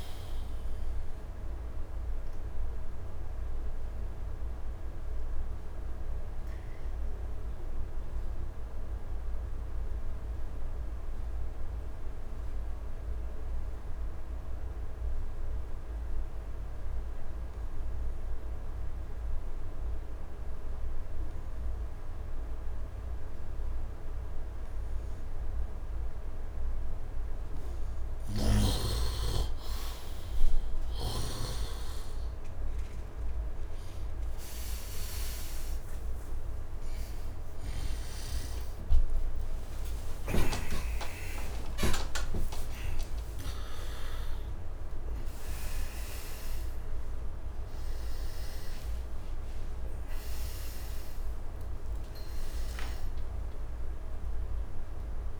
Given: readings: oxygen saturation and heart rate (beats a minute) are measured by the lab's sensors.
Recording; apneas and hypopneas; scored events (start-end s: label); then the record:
breathing in sleep by a room microphone; 1
0.00-16.50 s: oxygen desaturation (device-marked, oxygen 85% lowest, heart rate 71 extreme)
4.50-28.00 s: obstructive apnea (oxygen 99% before, 75% lowest, heart rate 80 before, 71 extreme, up 10 after)
21.50-55.40 s: oxygen desaturation (device-marked, oxygen 99% before, 75% lowest, heart rate 74 before, 67 extreme)
28.00-31.50 s: snoring (device-marked)
35.50-55.40 s: new sleep stage, N1 (lightest sleep)
38.00-43.50 s: arousal
From the record:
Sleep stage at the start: N2 (light sleep); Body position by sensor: on the right side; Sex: male